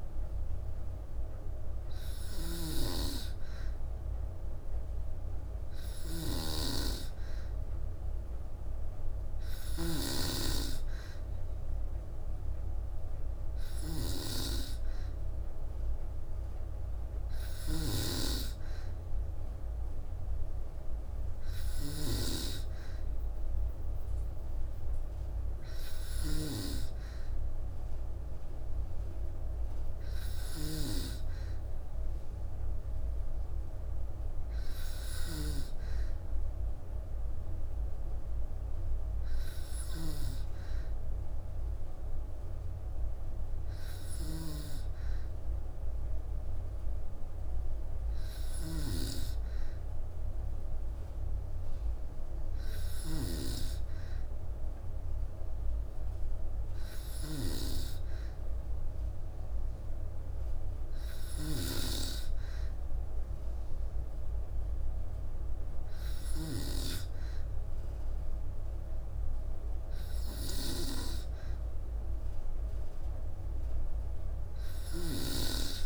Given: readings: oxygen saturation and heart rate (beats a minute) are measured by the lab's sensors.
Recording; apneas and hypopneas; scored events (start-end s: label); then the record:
breathing in sleep by a room microphone; none
0.00-1.00 s: arousal
0.00-35.00 s: snoring (device-marked)
43.50-66.00 s: snoring (device-marked)
74.00-75.85 s: snoring (device-marked)
From the record:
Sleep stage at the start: N2 (light sleep); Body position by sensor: on the back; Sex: female